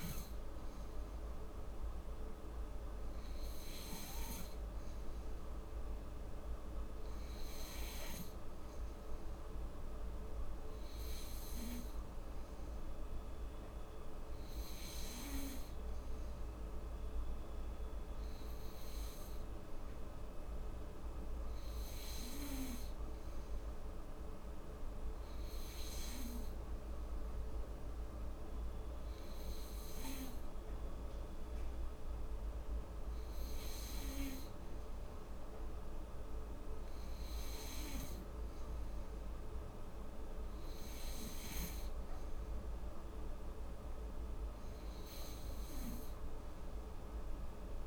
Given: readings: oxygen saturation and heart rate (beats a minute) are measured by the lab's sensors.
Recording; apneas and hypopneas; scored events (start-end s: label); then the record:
breathing in sleep, hard to hear, by a room microphone; none
42.00-47.87 s: new sleep stage, N3 (deep sleep)
From the record:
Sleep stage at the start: N2 (light sleep); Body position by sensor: on the back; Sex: female